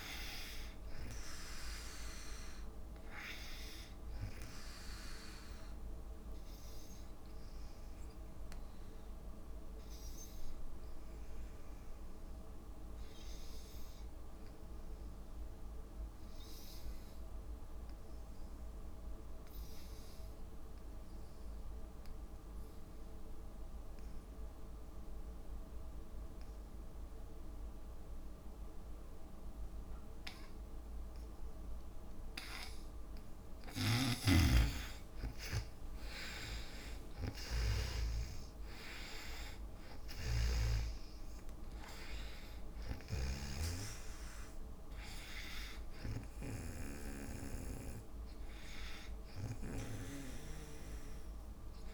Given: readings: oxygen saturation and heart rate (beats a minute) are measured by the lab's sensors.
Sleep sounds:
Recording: breathing in sleep by a room microphone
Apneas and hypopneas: 1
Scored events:
0.00-11.50 s: oxygen desaturation (device-marked, oxygen 89% lowest, heart rate 53 extreme)
6.50-32.00 s: obstructive apnea (oxygen 99% before, 74% lowest, heart rate 60 before, 54 extreme, up 12 after)
25.50-51.94 s: oxygen desaturation (device-marked, oxygen 95% before, 74% lowest, heart rate 56 before, 54 extreme)
32.50-42.50 s: drop in pulse transit time (device-marked, heart rate 60 before, 67 extreme)
33.50-43.50 s: snoring (device-marked)
35.00-39.50 s: arousal
From the record:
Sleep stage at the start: N2 (light sleep)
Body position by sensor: on the back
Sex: female

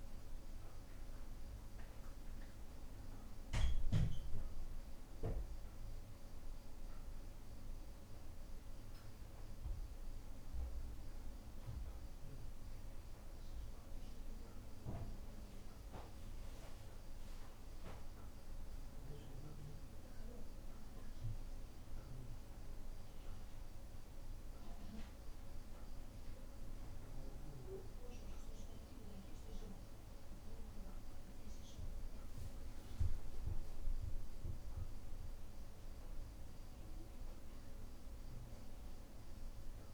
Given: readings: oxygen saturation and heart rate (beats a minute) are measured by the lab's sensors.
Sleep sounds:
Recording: a person awake in a sleep study, hard to hear, by a room microphone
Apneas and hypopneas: none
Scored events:
none scored
From the record:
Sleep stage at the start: awake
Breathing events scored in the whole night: 319 in 3.9 hours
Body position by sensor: on the back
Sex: male

